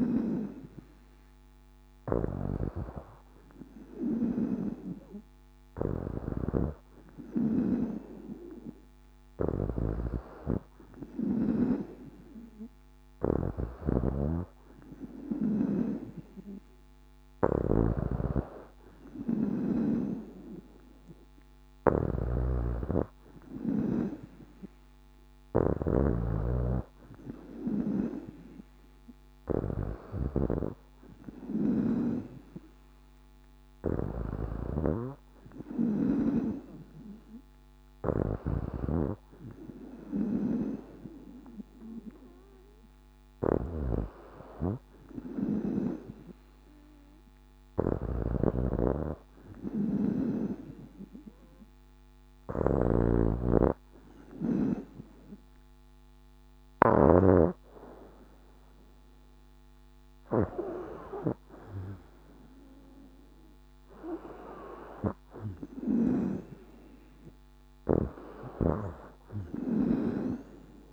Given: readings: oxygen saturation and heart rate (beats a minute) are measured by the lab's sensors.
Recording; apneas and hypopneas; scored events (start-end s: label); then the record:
breathing in sleep by a microphone on the trachea; none
5.50-29.50 s: snoring (device-marked)
38.00-56.50 s: snoring (device-marked)
65.50-70.93 s: snoring (device-marked)
From the record:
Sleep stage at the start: N2 (light sleep); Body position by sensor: on the back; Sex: female